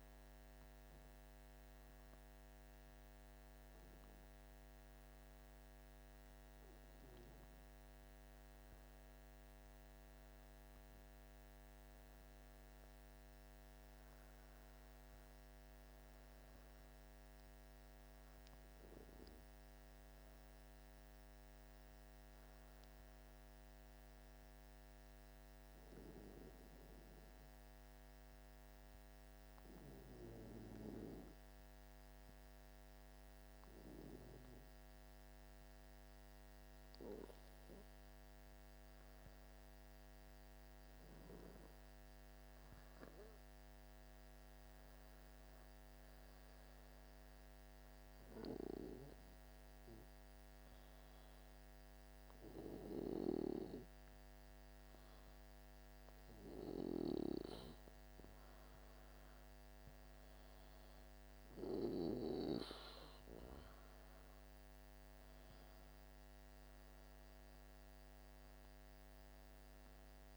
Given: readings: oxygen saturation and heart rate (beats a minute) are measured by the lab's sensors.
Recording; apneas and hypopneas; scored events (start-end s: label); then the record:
breathing in sleep by a microphone on the trachea; none
none scored
From the record:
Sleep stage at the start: N2 (light sleep); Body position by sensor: on the back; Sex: male